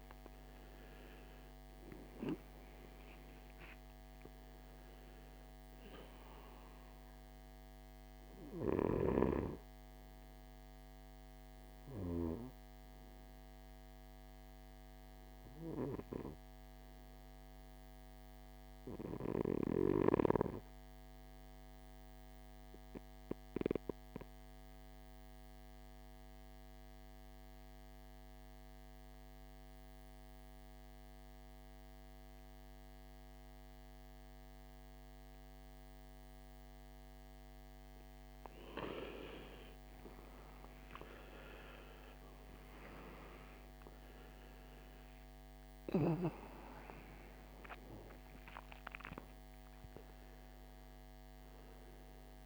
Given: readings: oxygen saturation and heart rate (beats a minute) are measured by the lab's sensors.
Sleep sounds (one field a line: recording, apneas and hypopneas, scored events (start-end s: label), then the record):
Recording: breathing in sleep by a microphone on the trachea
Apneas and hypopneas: 1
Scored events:
0.00-2.50 s: arousal
0.00-21.00 s: oxygen desaturation (device-marked, oxygen 91% lowest, heart rate 55 extreme)
14.50-36.50 s: obstructive apnea (oxygen 97% before, 86% lowest, heart rate 63 before, 53 extreme, up 17 after)
36.00-52.46 s: oxygen desaturation (device-marked, oxygen 98% before, 86% lowest, heart rate 57 before, 51 extreme)
39.50-44.00 s: arousal
From the record:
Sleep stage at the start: N2 (light sleep)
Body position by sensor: on the right side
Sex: male